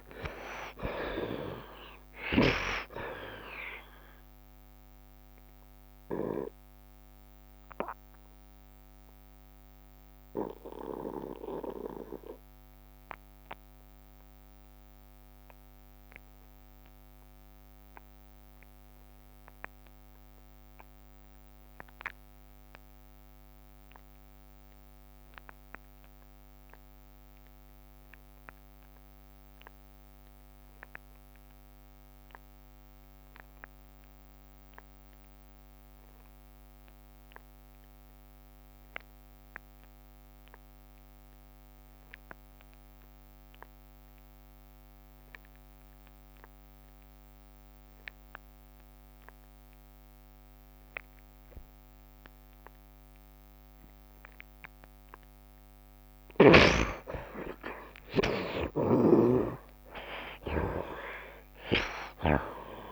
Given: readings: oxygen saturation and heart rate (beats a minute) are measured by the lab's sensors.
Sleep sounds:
breathing in sleep by a microphone on the trachea; 1
0.00-1.50 s: arousal
0.00-21.00 s: oxygen desaturation (device-marked, oxygen 56% lowest, heart rate 68 extreme)
6.50-55.50 s: mixed apnea (oxygen 87% before, 52% lowest, heart rate 78 before, 68 extreme, up 4 after)
26.00-58.00 s: oxygen desaturation (device-marked, oxygen 88% before, 59% lowest, heart rate 72 before, 70 extreme)
57.00-62.00 s: arousal
59.00-62.92 s: snoring (device-marked)
From the record:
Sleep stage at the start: N2 (light sleep); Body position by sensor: on the right side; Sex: male

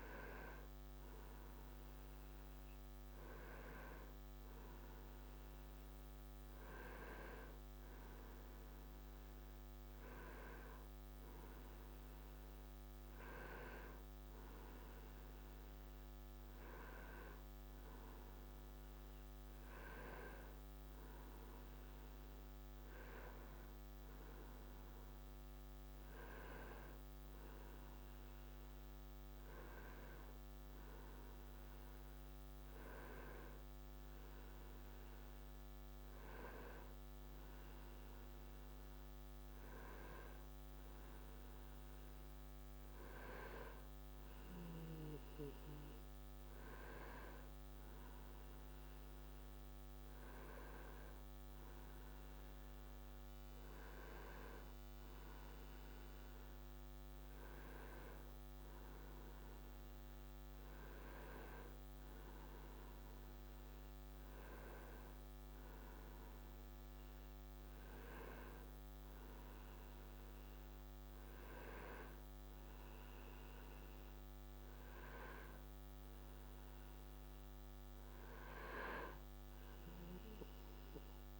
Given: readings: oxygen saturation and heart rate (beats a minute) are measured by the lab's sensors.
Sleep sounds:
a person awake in a sleep study, by a microphone on the trachea; none
51.00-81.40 s: new sleep stage, N1 (lightest sleep)
From the record:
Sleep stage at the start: awake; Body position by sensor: on the right side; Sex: male

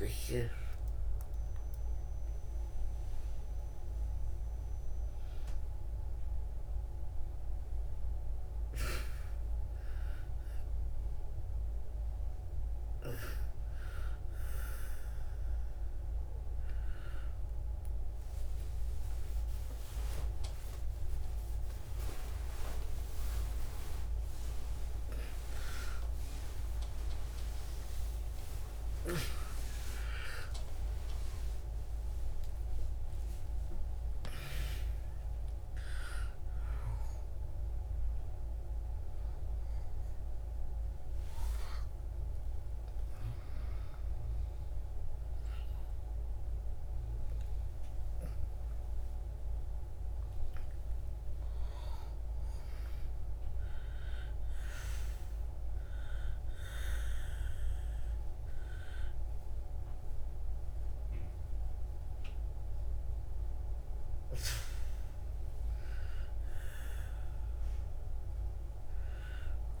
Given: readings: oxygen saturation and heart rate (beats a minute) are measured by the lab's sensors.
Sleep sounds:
a person awake in a sleep study, by a room microphone; none
0.00-6.50 s: oxygen desaturation (device-marked, oxygen 82% lowest, heart rate 59 extreme)
39.50-46.50 s: oxygen desaturation (device-marked, oxygen 97% before, 93% lowest, heart rate 132 before, 67 extreme)
58.50-67.50 s: oxygen desaturation (device-marked, oxygen 95% before, 92% lowest, heart rate 81 before, 66 extreme)
From the record:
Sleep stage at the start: awake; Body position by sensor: on the back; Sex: female

